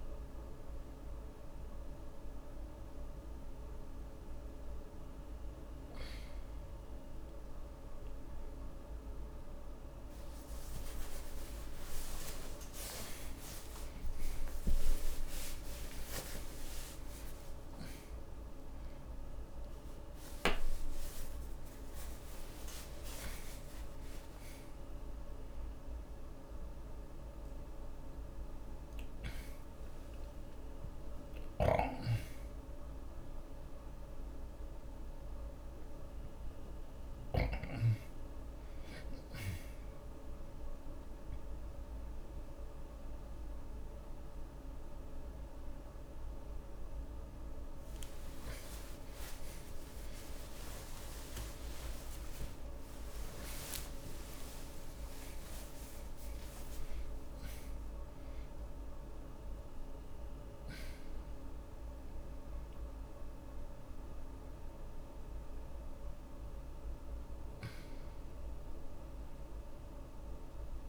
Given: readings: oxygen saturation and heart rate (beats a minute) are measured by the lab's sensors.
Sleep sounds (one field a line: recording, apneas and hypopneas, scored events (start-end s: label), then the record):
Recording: breathing in sleep, hard to hear, by a room microphone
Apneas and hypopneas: 1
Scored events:
0.00-13.00 s: oxygen desaturation (device-marked, oxygen 91% lowest)
1.00-13.50 s: hypopnea (oxygen 98% before, 88% lowest)
15.00-18.50 s: arousal
23.00-40.00 s: oxygen desaturation (device-marked, oxygen 95% before, 90% lowest)
48.00-53.00 s: arousal
55.00-60.00 s: oxygen desaturation (device-marked, oxygen 92% before, 88% lowest)
From the record:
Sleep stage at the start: N2 (light sleep)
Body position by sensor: on the back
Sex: male